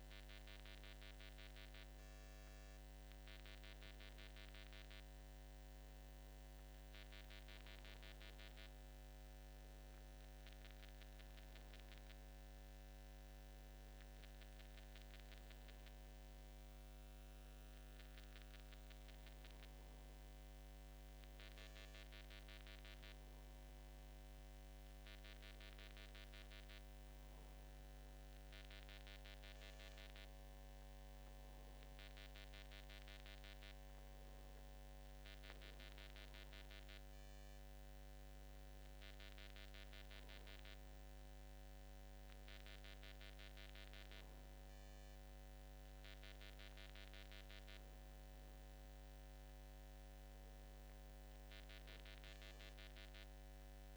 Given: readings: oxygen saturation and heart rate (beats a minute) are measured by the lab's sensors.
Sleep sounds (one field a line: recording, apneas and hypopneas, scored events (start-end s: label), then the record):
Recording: breathing in sleep, hard to hear, by a microphone on the trachea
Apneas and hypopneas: none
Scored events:
none scored
From the record:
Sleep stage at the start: N1 (lightest sleep)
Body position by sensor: on the back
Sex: male